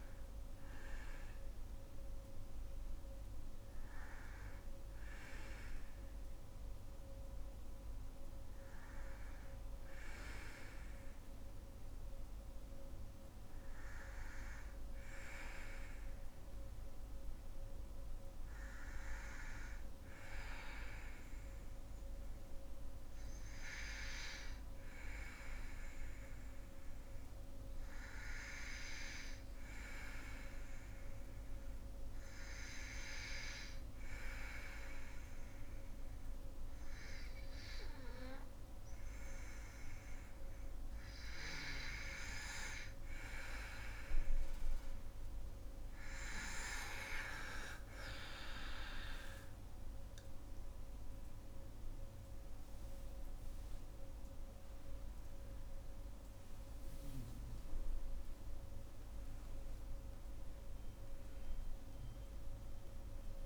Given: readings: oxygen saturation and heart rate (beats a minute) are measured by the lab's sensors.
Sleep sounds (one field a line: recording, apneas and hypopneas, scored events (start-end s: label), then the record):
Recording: breathing in sleep by a room microphone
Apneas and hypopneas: 1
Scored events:
2.50-39.50 s: hypopnea (oxygen 97% before, 90% lowest, heart rate 67 before, 60 extreme, up 4 after)
23.50-63.45 s: oxygen desaturation (device-marked, oxygen 98% before, 90% lowest, heart rate 61 before, 60 extreme)
42.50-46.50 s: arousal
From the record:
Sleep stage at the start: N2 (light sleep)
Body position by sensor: on the back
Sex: female